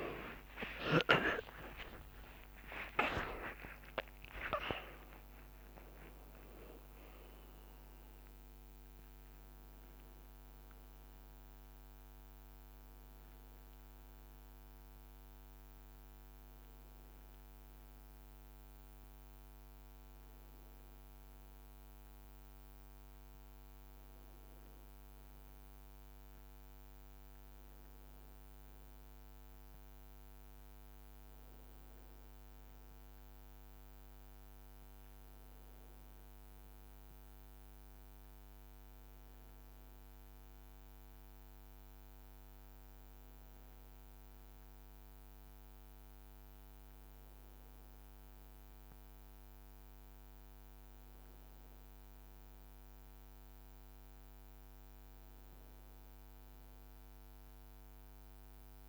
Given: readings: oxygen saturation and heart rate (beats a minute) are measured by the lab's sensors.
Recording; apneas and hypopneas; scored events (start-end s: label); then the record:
breathing in sleep by a microphone on the trachea; none
0.00-2.00 s: long interval between heartbeats (device-marked, heart rate 56 before, 70 extreme)
0.00-3.00 s: arousal
0.00-7.00 s: tachycardia (device-marked, heart rate 164 extreme)
2.00-4.00 s: long interval between heartbeats (device-marked, heart rate 58 before, 116 extreme)
4.00-6.00 s: long interval between heartbeats (device-marked, heart rate 65 before, 148 extreme)
12.00-42.00 s: new sleep stage, N1 (lightest sleep)
23.00-26.50 s: leg movement (device-marked)
42.00-58.89 s: new sleep stage, N2 (light sleep)
From the record:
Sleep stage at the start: N2 (light sleep); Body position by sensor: on the back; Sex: male